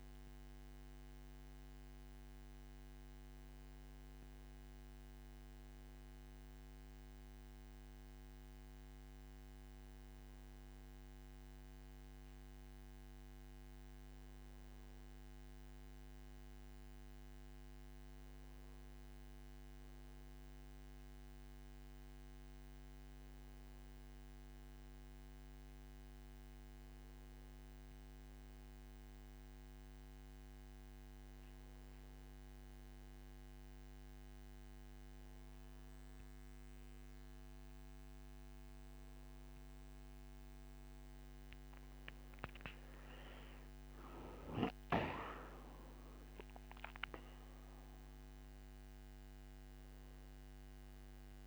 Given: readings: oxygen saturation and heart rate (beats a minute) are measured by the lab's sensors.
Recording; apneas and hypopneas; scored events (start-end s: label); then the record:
breathing in sleep by a microphone on the trachea; none
21.00-51.47 s: new sleep stage, N2 (light sleep)
46.00-49.50 s: arousal
From the record:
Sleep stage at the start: N1 (lightest sleep); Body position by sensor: on the back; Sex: male